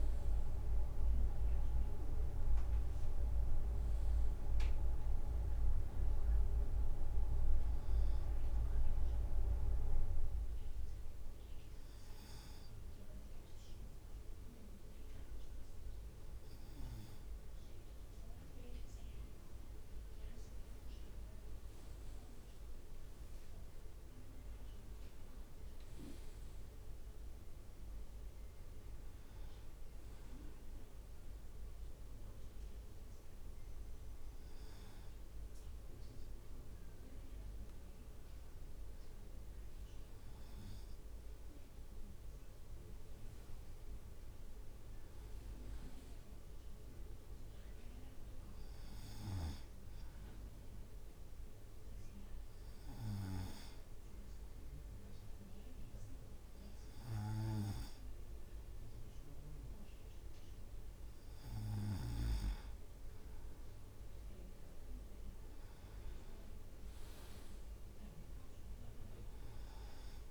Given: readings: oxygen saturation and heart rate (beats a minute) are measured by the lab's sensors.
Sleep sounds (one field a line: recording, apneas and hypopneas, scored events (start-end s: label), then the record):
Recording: breathing in sleep by a room microphone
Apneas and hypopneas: 3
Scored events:
0.00-3.00 s: arousal
10.50-21.00 s: obstructive apnea (oxygen 99% before, 96% lowest, heart rate 57 before, 55 extreme, up 4 after)
18.50-20.50 s: leg movement (device-marked)
20.50-24.50 s: leg movement (device-marked)
22.00-26.00 s: arousal
31.50-44.00 s: obstructive apnea (oxygen 98% before, 96% lowest, heart rate 57 before, 53 extreme, up 3 after)
43.00-44.00 s: leg movement (device-marked)
45.00-46.00 s: leg movement (device-marked)
46.50-49.50 s: arousal
53.50-63.50 s: hypopnea (oxygen 98% before, 96% lowest, heart rate 57 before, 53 extreme, up 6 after)
64.00-70.31 s: drop in pulse transit time (device-marked, heart rate 56 before, 55 extreme)
66.50-68.00 s: leg movement (device-marked)
68.50-70.31 s: arousal
From the record:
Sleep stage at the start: N2 (light sleep)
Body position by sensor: on the right side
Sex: male